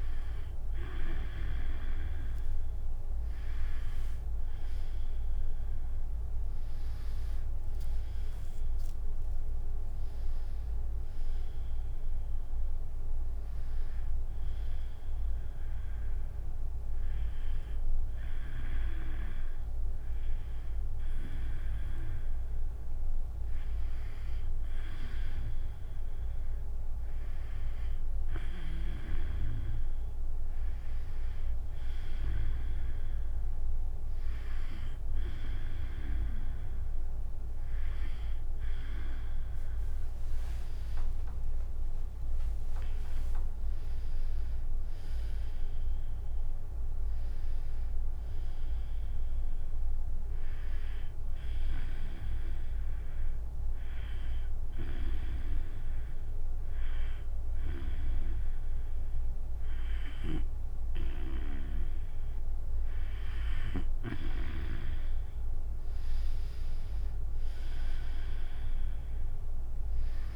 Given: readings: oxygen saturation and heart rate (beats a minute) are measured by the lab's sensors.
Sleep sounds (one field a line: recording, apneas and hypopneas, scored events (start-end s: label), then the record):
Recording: breathing in sleep by a room microphone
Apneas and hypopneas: 1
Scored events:
6.50-17.50 s: drop in pulse transit time (device-marked, heart rate 87 before, 72 extreme)
38.50-45.50 s: tachycardia (device-marked, heart rate 81 before, 138 extreme)
40.00-44.00 s: arousal
40.50-51.50 s: drop in pulse transit time (device-marked, heart rate 76 before, 75 extreme)
52.00-62.50 s: hypopnea (oxygen 96% before, 91% lowest, heart rate 94 before, 66 extreme, up 37 after)
60.50-63.50 s: tachycardia (device-marked, heart rate 82 before, 96 extreme)
66.00-70.00 s: arousal
66.50-70.36 s: drop in pulse transit time (device-marked, heart rate 85 before, 70 extreme)
From the record:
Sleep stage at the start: N2 (light sleep)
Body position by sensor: on the back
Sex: female